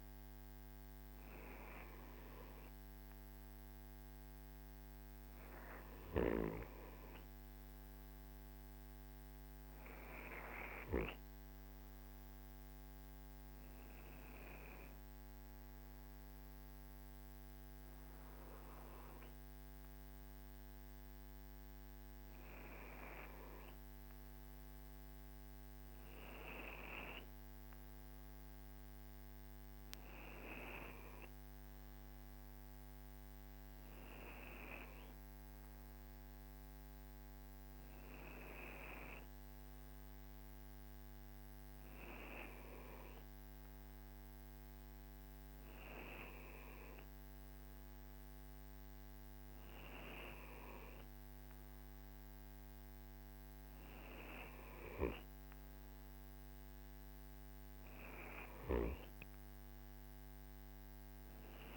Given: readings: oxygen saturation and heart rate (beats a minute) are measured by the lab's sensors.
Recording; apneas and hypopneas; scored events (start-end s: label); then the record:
breathing in sleep by a microphone on the trachea; none
none scored
From the record:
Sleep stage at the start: N2 (light sleep); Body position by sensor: on the right side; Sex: male